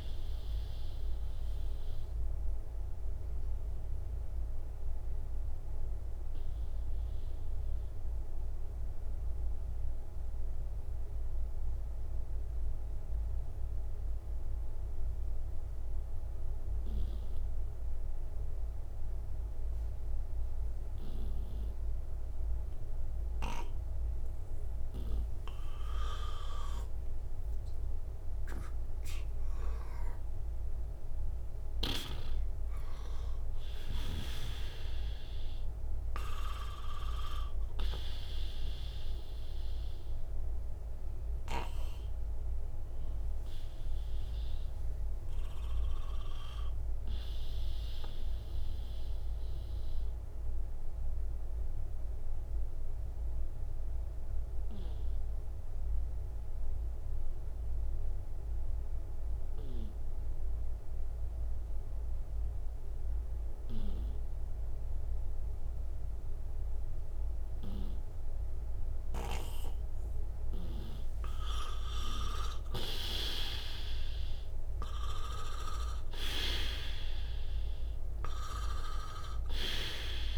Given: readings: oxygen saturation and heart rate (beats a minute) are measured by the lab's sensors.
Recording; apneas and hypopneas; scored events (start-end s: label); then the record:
breathing in sleep by a room microphone; 2
0.00-15.50 s: oxygen desaturation (device-marked, oxygen 89% lowest, heart rate 59 extreme)
1.00-29.50 s: obstructive apnea (oxygen 97% before, 89% lowest, heart rate 71 before, 59 extreme, up 11 after)
30.50-35.00 s: arousal
32.50-55.50 s: oxygen desaturation (device-marked, oxygen 97% before, 90% lowest, heart rate 62 before, 61 extreme)
39.50-70.50 s: obstructive apnea (oxygen 97% before, 89% lowest, heart rate 66 before, 61 extreme, up 19 after)
71.50-76.50 s: arousal
72.50-80.38 s: oxygen desaturation (device-marked, oxygen 97% before, 89% lowest, heart rate 62 before, 58 extreme)
From the record:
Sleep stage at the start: N2 (light sleep); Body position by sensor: on the right side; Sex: male